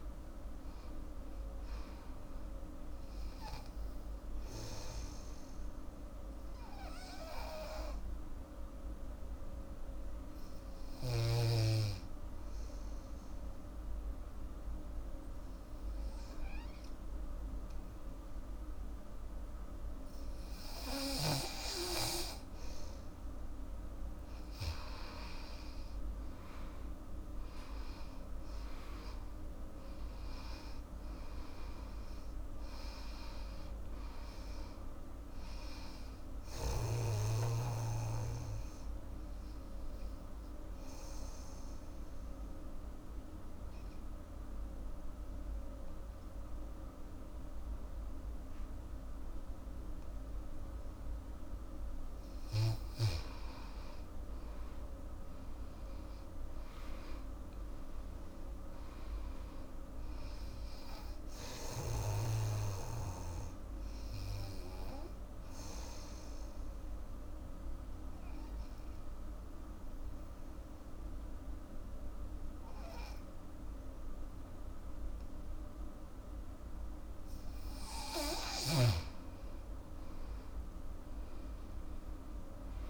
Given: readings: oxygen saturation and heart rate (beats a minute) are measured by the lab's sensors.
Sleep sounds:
breathing in sleep by a room microphone; 3
0.00-5.00 s: oxygen desaturation (device-marked, oxygen 93% lowest, heart rate 74 extreme)
5.50-21.50 s: obstructive apnea (oxygen 97% before, 88% lowest, heart rate 82 before, 73 extreme, up 8 after)
18.00-46.00 s: oxygen desaturation (device-marked, oxygen 98% before, 89% lowest, heart rate 80 before, 67 extreme)
25.00-30.00 s: arousal
39.00-51.00 s: obstructive apnea (oxygen 98% before, 88% lowest, heart rate 82 before, 67 extreme, up 14 after)
55.00-59.00 s: arousal
56.00-73.00 s: oxygen desaturation (device-marked, oxygen 99% before, 88% lowest, heart rate 77 before, 67 extreme)
65.50-77.50 s: obstructive apnea (oxygen 99% before, 88% lowest, heart rate 80 before, 70 extreme, up 18 after)
79.50-82.90 s: arousal
80.00-82.90 s: oxygen desaturation (device-marked, oxygen 99% before, 89% lowest, heart rate 76 before, 72 extreme)
From the record:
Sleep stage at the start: N2 (light sleep); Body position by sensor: on the back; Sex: female

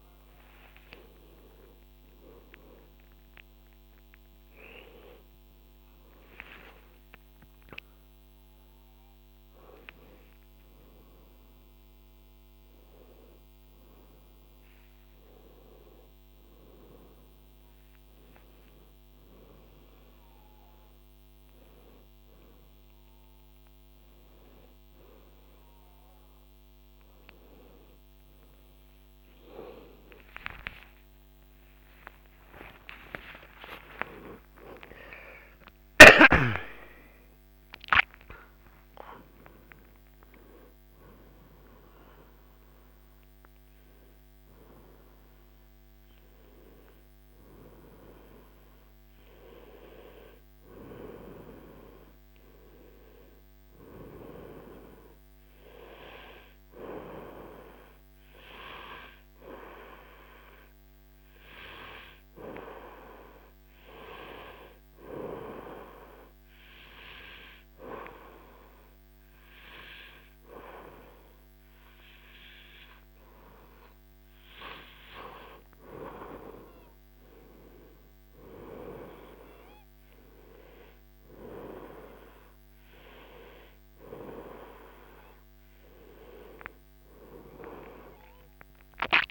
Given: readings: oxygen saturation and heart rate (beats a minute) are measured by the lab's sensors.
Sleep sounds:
a person awake in a sleep study, by a microphone on the trachea; none
48.00-78.00 s: new sleep stage, N1 (lightest sleep)
78.00-89.31 s: new sleep stage, awake
From the record:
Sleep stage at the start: awake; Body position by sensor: on the front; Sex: female

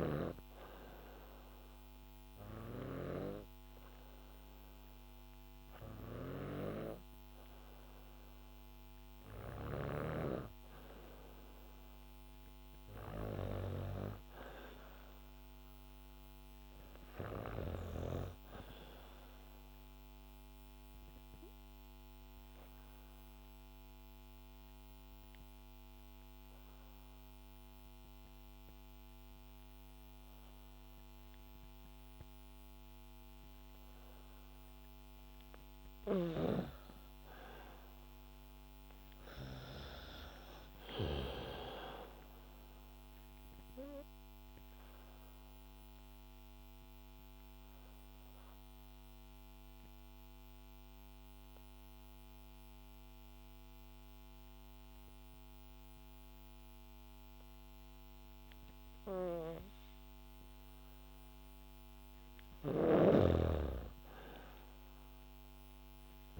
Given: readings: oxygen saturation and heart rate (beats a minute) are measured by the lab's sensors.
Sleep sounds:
breathing in sleep by a microphone on the trachea; 3
0.50-11.00 s: obstructive apnea (oxygen 97% before, 92% lowest, heart rate 69 before, 63 extreme, up 1 after)
13.00-16.50 s: arousal
20.50-34.50 s: obstructive apnea (oxygen 95% before, 92% lowest, heart rate 70 before, 58 extreme, up 9 after)
36.50-40.50 s: arousal
41.00-60.00 s: oxygen desaturation (device-marked, oxygen 97% before, 92% lowest, heart rate 66 before, 58 extreme)
43.50-62.00 s: obstructive apnea (oxygen 97% before, 92% lowest, heart rate 66 before, 58 extreme, up 7 after)
50.00-52.00 s: bradycardia (device-marked, heart rate 69 before, 60 extreme)
62.00-66.40 s: snoring (device-marked)
64.00-66.40 s: arousal
From the record:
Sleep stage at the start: N2 (light sleep); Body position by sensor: on the back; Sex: female

